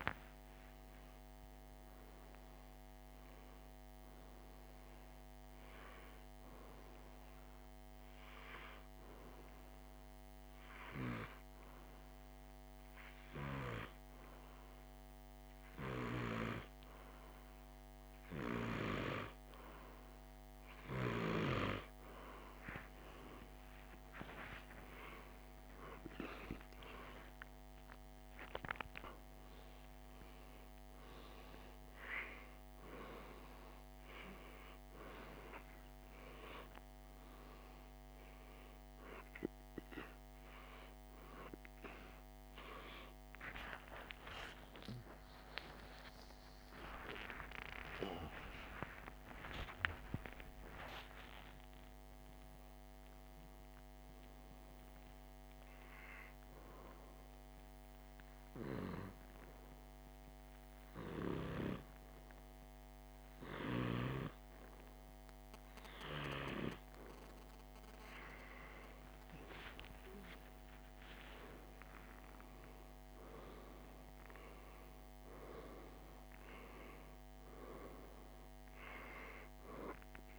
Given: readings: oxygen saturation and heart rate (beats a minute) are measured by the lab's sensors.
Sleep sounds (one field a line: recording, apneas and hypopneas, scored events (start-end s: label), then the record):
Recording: a person partly awake in a sleep study, by a microphone on the trachea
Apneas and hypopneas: 2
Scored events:
0.00-10.50 s: oxygen desaturation (device-marked, oxygen 86% lowest, heart rate 45 extreme)
8.00-18.00 s: hypopnea (oxygen 99% before, 87% lowest, heart rate 101 before, 45 extreme, up 0 after)
8.50-80.39 s: new sleep stage, N2 (light sleep)
24.00-28.00 s: arousal
44.00-50.00 s: arousal
51.50-59.50 s: oxygen desaturation (device-marked, oxygen 97% before, 93% lowest, heart rate 76 before, 47 extreme)
55.50-67.00 s: hypopnea (oxygen 98% before, 93% lowest, heart rate 81 before, 47 extreme, up 3 after)
69.00-74.50 s: arousal
From the record:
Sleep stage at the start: awake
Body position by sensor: on the back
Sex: male